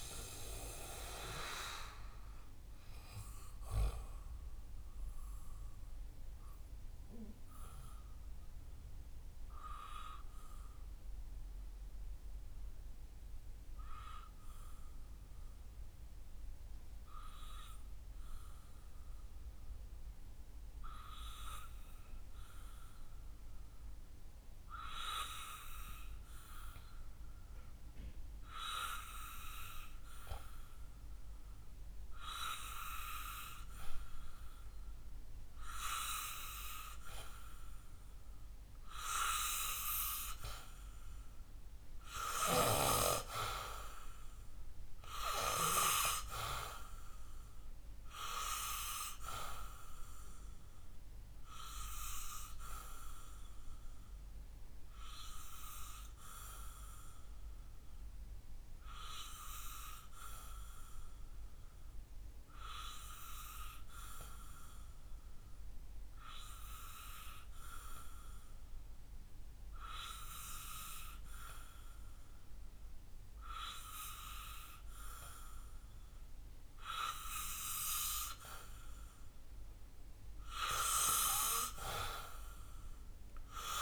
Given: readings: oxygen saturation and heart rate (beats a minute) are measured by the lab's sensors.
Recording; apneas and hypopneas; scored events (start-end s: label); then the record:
breathing in sleep by a room microphone; 2
0.00-20.00 s: oxygen desaturation (device-marked, oxygen 89% lowest, heart rate 59 extreme)
4.50-40.00 s: obstructive apnea (oxygen 95% before, 89% lowest, heart rate 68 before, 59 extreme, up 8 after)
34.00-67.00 s: oxygen desaturation (device-marked, oxygen 98% before, 91% lowest, heart rate 64 before, 61 extreme)
42.50-46.00 s: arousal
52.00-76.50 s: obstructive apnea (oxygen 98% before, 91% lowest, heart rate 64 before, 61 extreme, up 5 after)
81.00-83.82 s: arousal
From the record:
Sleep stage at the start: N2 (light sleep); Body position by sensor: on the back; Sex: male